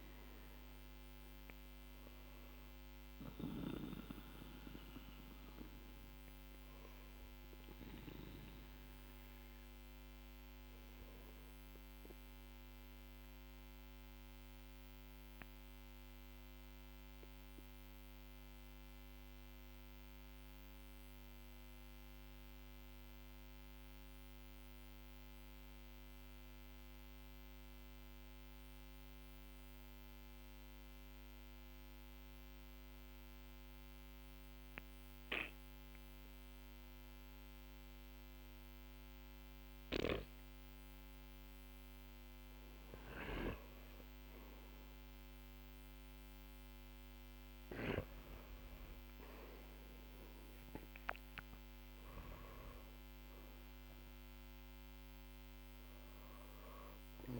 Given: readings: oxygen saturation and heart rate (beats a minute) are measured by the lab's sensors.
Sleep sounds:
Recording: breathing in sleep by a microphone on the trachea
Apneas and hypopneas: 1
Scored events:
13.00-40.50 s: obstructive apnea (oxygen 98% before, 92% lowest, heart rate 53 before, 54 extreme, up 46 after)
56.00-57.40 s: new sleep stage, awake
From the record:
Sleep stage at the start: N2 (light sleep)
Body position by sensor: on the back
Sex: male

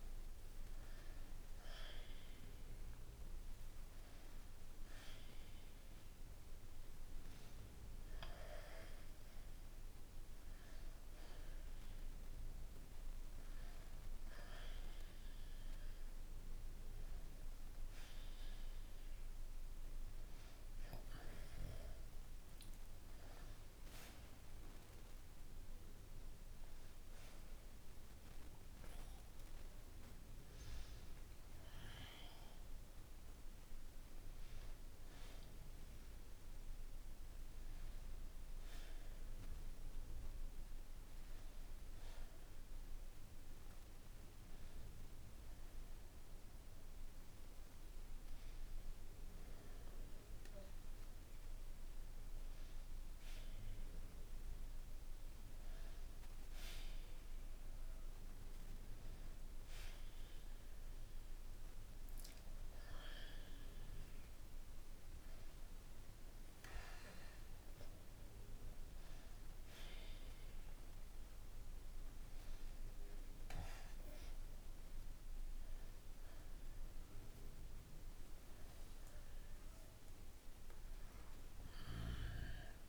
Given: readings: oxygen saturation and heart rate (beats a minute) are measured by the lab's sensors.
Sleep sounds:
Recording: breathing in sleep by a room microphone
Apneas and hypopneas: none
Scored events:
23.00-28.00 s: arousal
From the record:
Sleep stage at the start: N1 (lightest sleep)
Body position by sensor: on the back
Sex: male

